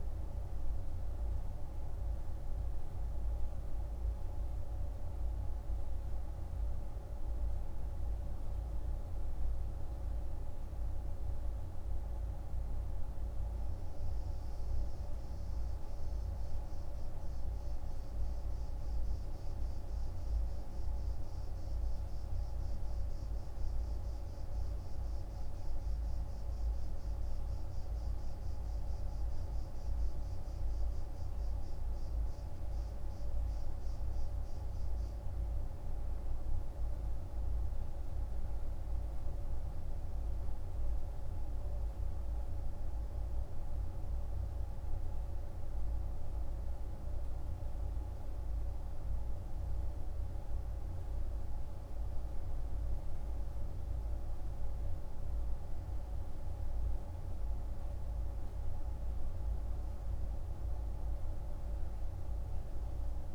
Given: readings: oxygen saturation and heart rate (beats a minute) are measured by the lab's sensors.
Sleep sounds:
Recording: breathing in sleep, hard to hear, by a room microphone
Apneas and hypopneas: none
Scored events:
none scored
From the record:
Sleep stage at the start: N2 (light sleep)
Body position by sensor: on the right side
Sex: male

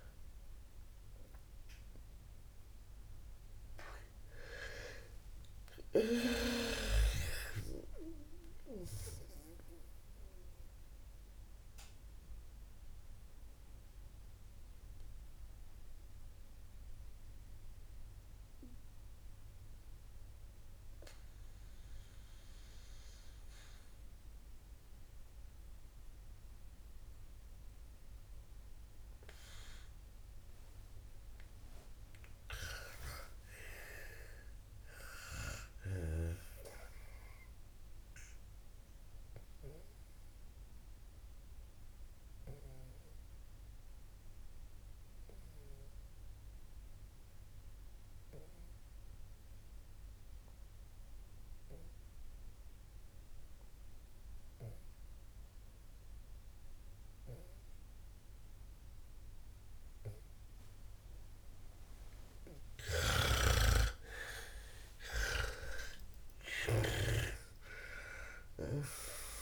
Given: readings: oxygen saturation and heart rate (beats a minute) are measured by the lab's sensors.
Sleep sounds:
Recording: breathing in sleep by a room microphone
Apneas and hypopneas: 2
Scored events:
0.00-26.00 s: oxygen desaturation (device-marked, oxygen 88% lowest, heart rate 58 extreme)
11.00-32.00 s: mixed apnea (oxygen 97% before, 88% lowest, heart rate 73 before, 58 extreme, up 19 after)
33.50-37.00 s: arousal
40.00-62.00 s: obstructive apnea (oxygen 99% before, 90% lowest, heart rate 64 before, 56 extreme, up 45 after)
60.00-69.42 s: oxygen desaturation (device-marked, oxygen 97% before, 90% lowest, heart rate 64 before, 52 extreme)
63.50-69.42 s: snoring (device-marked)
64.00-69.00 s: arousal
From the record:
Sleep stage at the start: N2 (light sleep)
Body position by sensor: on the back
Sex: female

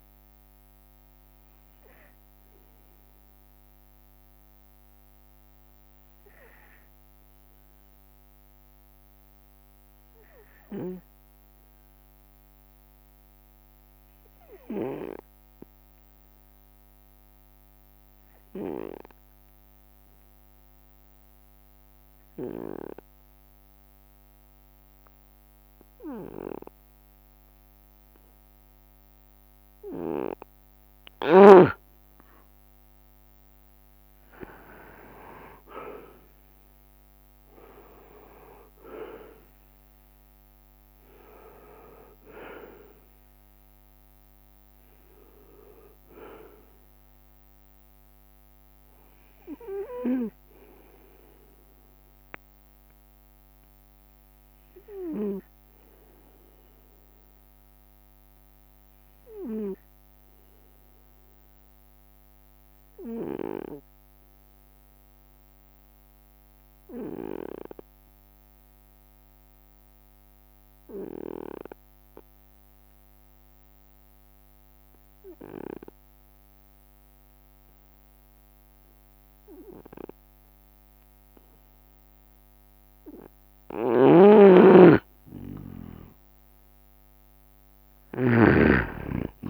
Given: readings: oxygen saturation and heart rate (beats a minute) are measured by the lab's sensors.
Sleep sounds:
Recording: breathing in sleep by a microphone on the trachea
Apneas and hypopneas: 2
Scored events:
0.00-5.00 s: oxygen desaturation (device-marked, oxygen 91% lowest, heart rate 63 extreme)
1.00-29.50 s: obstructive apnea (oxygen 96% before, 91% lowest, heart rate 68 before, 63 extreme, up 3 after)
29.00-64.00 s: oxygen desaturation (device-marked, oxygen 98% before, 91% lowest, heart rate 65 before, 63 extreme)
33.00-36.50 s: leg movement (device-marked)
34.00-49.00 s: drop in pulse transit time (device-marked, heart rate 66 before, 68 extreme)
34.50-39.50 s: arousal
53.00-82.00 s: obstructive apnea (oxygen 97% before, 91% lowest, heart rate 68 before, 63 extreme, up 5 after)
84.00-89.50 s: snoring (device-marked)
85.00-89.50 s: leg movement (device-marked)
85.00-89.50 s: oxygen desaturation (device-marked, oxygen 98% before, 92% lowest, heart rate 66 before, 64 extreme)
87.50-89.50 s: arousal
88.00-89.50 s: drop in pulse transit time (device-marked, heart rate 66 before, 65 extreme)
From the record:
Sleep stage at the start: N2 (light sleep)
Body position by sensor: on the right side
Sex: male

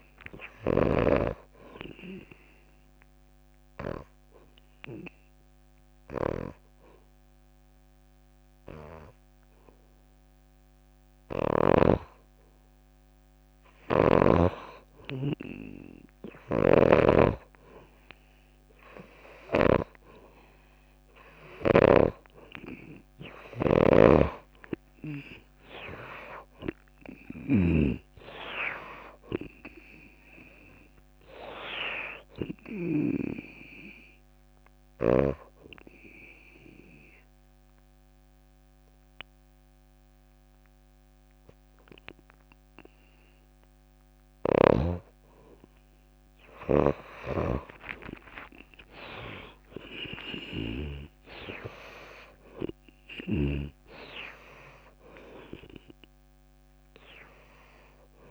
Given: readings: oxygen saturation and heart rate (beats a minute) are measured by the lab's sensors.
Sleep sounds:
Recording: breathing in sleep by a microphone on the trachea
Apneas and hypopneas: 2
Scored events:
0.00-1.50 s: snoring (device-marked)
0.00-12.50 s: oxygen desaturation (device-marked, oxygen 85% lowest)
4.00-14.00 s: obstructive apnea (oxygen 92% before, 85% lowest)
16.50-33.50 s: snoring (device-marked)
20.50-41.50 s: oxygen desaturation (device-marked, oxygen 96% before, 87% lowest)
24.00-28.50 s: arousal
35.50-46.00 s: obstructive apnea (oxygen 96% before, 79% lowest)
48.50-52.50 s: arousal
53.50-58.31 s: oxygen desaturation (device-marked, oxygen 96% before, 90% lowest)
From the record:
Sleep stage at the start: N2 (light sleep)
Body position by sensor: on the back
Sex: female

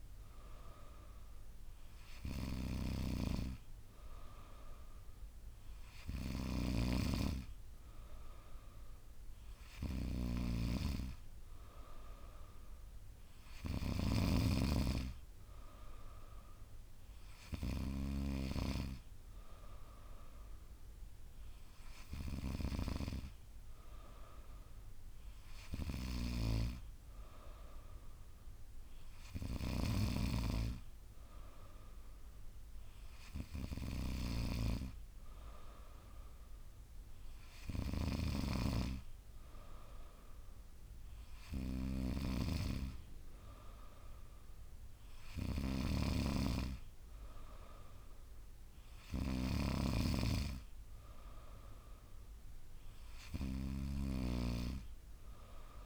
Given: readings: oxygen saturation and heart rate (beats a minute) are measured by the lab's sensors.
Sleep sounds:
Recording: breathing in sleep by a room microphone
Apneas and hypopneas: none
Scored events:
10.00-14.50 s: snoring (device-marked)
From the record:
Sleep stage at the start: N3 (deep sleep)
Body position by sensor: on the back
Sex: female

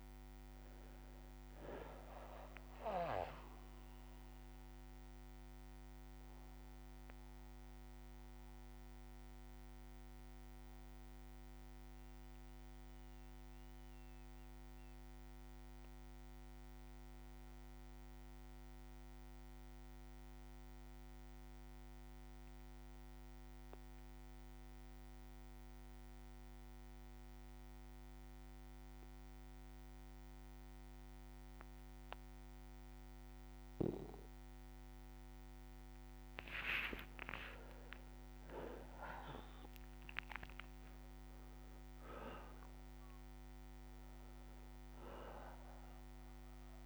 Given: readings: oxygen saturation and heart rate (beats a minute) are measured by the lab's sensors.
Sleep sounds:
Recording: breathing in sleep by a microphone on the trachea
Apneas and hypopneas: 1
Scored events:
0.00-21.00 s: oxygen desaturation (device-marked, oxygen 94% lowest, heart rate 56 extreme)
4.00-35.00 s: bradycardia (device-marked, heart rate 64 before, 56 extreme)
4.00-35.00 s: obstructive apnea (oxygen 99% before, 92% lowest, heart rate 60 before, 56 extreme, up 7 after)
35.00-46.86 s: oxygen desaturation (device-marked, oxygen 98% before, 92% lowest, heart rate 57 before, 53 extreme)
36.00-40.50 s: arousal
From the record:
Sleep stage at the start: N2 (light sleep)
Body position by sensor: on the back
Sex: male

